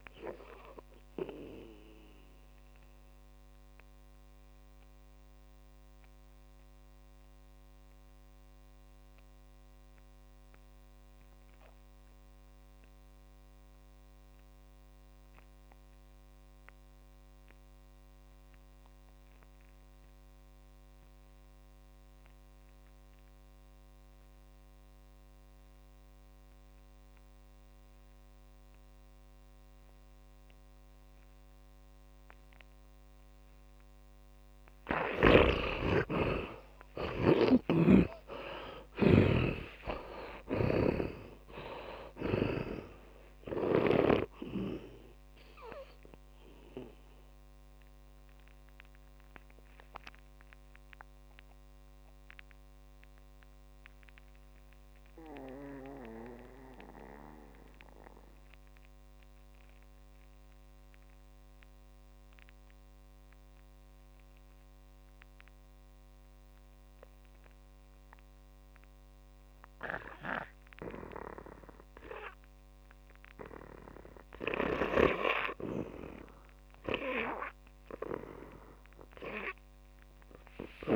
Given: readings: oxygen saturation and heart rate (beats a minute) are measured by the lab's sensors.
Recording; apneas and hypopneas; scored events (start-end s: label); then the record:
breathing in sleep by a microphone on the trachea; 2
0.00-18.50 s: oxygen desaturation (device-marked, oxygen 69% lowest, heart rate 46 extreme)
2.00-35.00 s: mixed apnea (oxygen 97% before, 69% lowest, heart rate 60 before, 53 extreme, up 26 after)
20.50-62.50 s: oxygen desaturation (device-marked, oxygen 100% before, 69% lowest, heart rate 73 before, 51 extreme)
37.00-42.50 s: arousal
38.00-44.50 s: snoring (device-marked)
46.50-74.00 s: mixed apnea (oxygen 100% before, 69% lowest, heart rate 63 before, 51 extreme, up 4 after)
75.00-80.96 s: snoring (device-marked)
77.50-80.96 s: oxygen desaturation (device-marked, oxygen 100% before, 75% lowest, heart rate 59 before, 45 extreme)
From the record:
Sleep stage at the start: N2 (light sleep); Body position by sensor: on the back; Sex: male